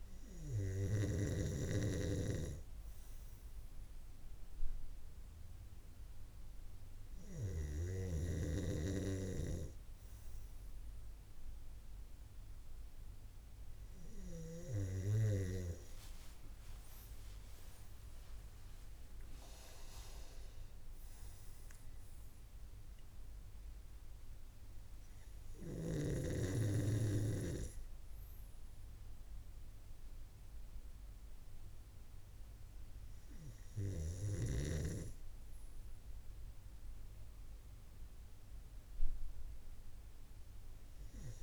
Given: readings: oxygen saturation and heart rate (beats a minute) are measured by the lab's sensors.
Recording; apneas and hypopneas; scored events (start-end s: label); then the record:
breathing in sleep by a room microphone; none
14.50-19.50 s: arousal
From the record:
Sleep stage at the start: N2 (light sleep); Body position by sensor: on the right side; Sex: male